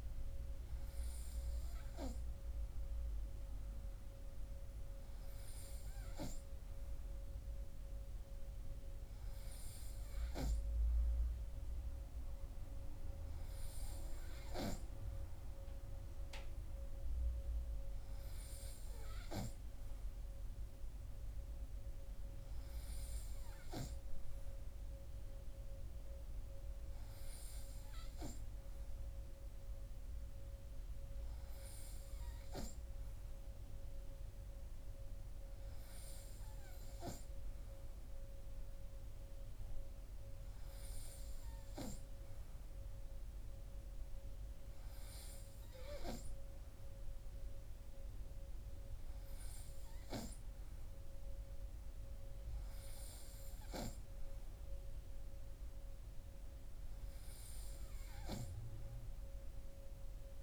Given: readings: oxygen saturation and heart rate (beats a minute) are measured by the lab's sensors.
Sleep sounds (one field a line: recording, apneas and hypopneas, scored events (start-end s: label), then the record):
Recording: breathing in sleep by a room microphone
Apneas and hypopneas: none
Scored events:
none scored
From the record:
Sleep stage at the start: N3 (deep sleep)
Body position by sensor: on the right side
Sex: male